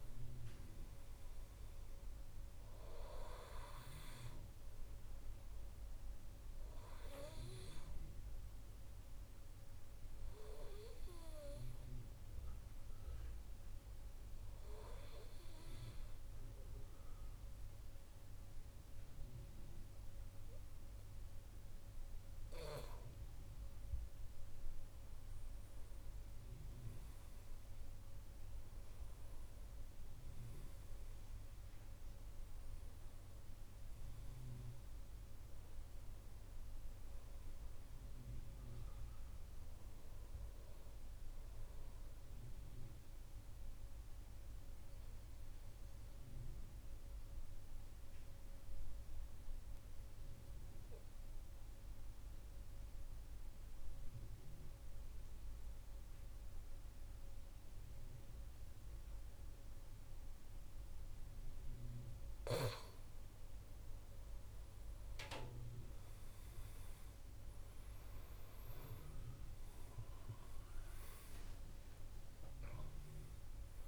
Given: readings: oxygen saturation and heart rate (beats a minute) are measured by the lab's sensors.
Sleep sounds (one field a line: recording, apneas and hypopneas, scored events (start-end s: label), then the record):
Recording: breathing in sleep by a room microphone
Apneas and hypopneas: 2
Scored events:
0.00-15.00 s: oxygen desaturation (device-marked, oxygen 91% lowest, heart rate 66 extreme)
11.00-22.00 s: obstructive apnea (oxygen 95% before, 90% lowest, heart rate 70 before, 66 extreme, up 5 after)
23.50-27.50 s: arousal
42.00-62.50 s: obstructive apnea (oxygen 96% before, 90% lowest, heart rate 71 before, 67 extreme, up 2 after)
60.00-73.88 s: oxygen desaturation (device-marked, oxygen 96% before, 90% lowest, heart rate 68 before, 65 extreme)
69.50-73.50 s: arousal
From the record:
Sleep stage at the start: N2 (light sleep)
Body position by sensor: on the back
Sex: male